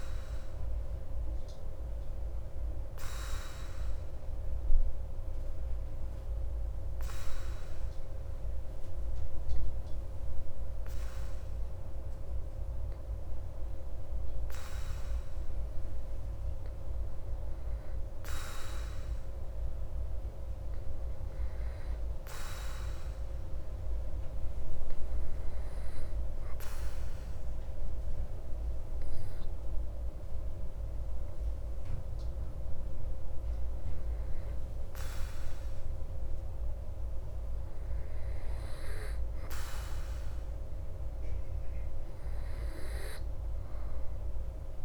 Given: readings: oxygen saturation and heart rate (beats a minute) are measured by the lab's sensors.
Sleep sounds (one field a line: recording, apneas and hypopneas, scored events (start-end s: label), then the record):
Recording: breathing in sleep, hard to hear, by a room microphone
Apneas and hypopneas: 1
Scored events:
4.50-16.00 s: hypopnea (oxygen 96% before, 94% lowest)
19.00-22.50 s: arousal
From the record:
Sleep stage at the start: N2 (light sleep)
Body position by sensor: on the back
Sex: male